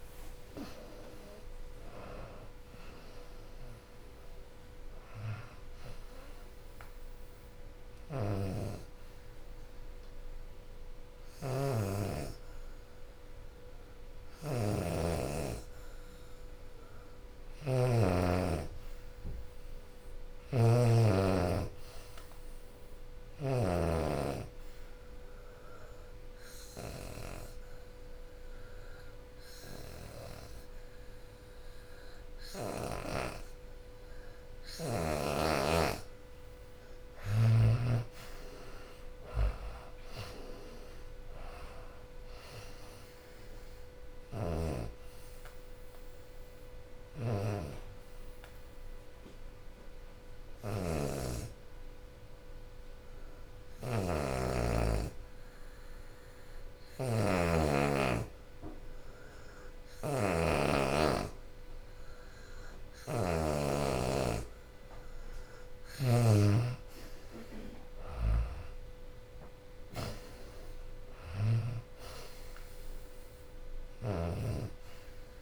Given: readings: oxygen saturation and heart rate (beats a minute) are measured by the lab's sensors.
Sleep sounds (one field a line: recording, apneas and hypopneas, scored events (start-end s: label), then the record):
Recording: breathing in sleep by a room microphone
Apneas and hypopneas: 3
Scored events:
0.00-10.00 s: drop in pulse transit time (device-marked, heart rate 81 extreme)
0.00-15.00 s: oxygen desaturation (device-marked, oxygen 83% lowest, heart rate 70 extreme)
6.00-18.00 s: hypopnea (oxygen 91% before, 83% lowest, heart rate 86 before, 70 extreme, up 5 after)
19.00-21.50 s: arousal
22.00-31.00 s: oxygen desaturation (device-marked, oxygen 93% before, 88% lowest, heart rate 88 before, 67 extreme)
23.50-35.00 s: obstructive apnea (oxygen 93% before, 84% lowest, heart rate 87 before, 67 extreme, up 20 after)
36.50-40.50 s: arousal
38.00-48.00 s: drop in pulse transit time (device-marked, heart rate 77 before, 77 extreme)
41.00-58.00 s: oxygen desaturation (device-marked, oxygen 89% before, 84% lowest, heart rate 77 before, 66 extreme)
45.50-64.00 s: hypopnea (oxygen 93% before, 84% lowest, heart rate 78 before, 66 extreme, up 18 after)
60.00-75.42 s: oxygen desaturation (device-marked, oxygen 94% before, 86% lowest, heart rate 77 before, 61 extreme)
65.00-75.42 s: drop in pulse transit time (device-marked, heart rate 75 before, 83 extreme)
67.50-71.50 s: arousal
From the record:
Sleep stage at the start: N2 (light sleep)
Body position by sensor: on the back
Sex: female